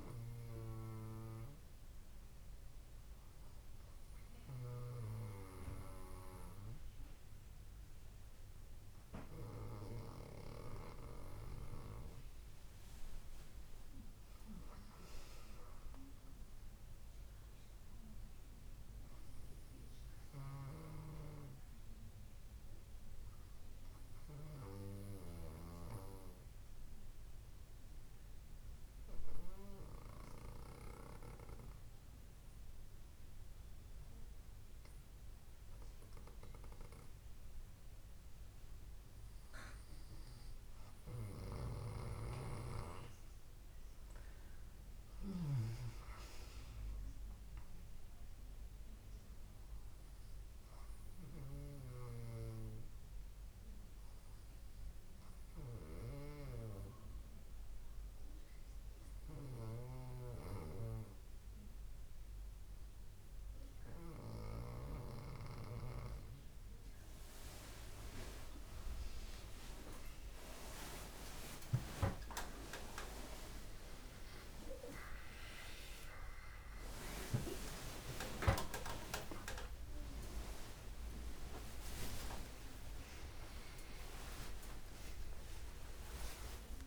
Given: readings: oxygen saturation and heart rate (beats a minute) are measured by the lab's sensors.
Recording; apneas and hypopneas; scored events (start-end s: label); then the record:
breathing in sleep by a room microphone; 3
1.50-13.00 s: hypopnea (oxygen 98% before, 95% lowest)
14.50-17.50 s: arousal
25.50-38.50 s: obstructive apnea (oxygen 98% before, 95% lowest)
44.50-47.50 s: arousal
54.50-66.50 s: hypopnea (oxygen 98% before, 95% lowest)
81.00-86.86 s: new sleep stage, awake
From the record:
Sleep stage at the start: N2 (light sleep); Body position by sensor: on the back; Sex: female